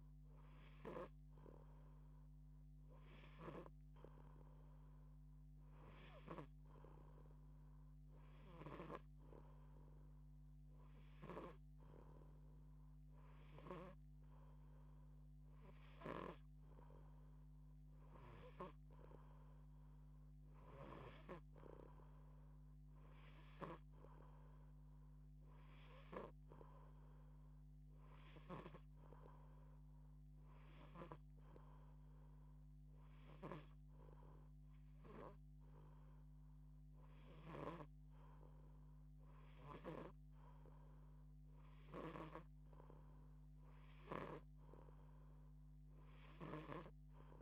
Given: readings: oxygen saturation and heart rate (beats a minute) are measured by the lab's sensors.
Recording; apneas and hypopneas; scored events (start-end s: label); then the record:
breathing in sleep by a microphone on the trachea; none
2.50-6.00 s: snoring (device-marked)
15.50-37.00 s: snoring (device-marked)
41.50-46.00 s: snoring (device-marked)
From the record:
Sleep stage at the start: N2 (light sleep); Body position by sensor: on the back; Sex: female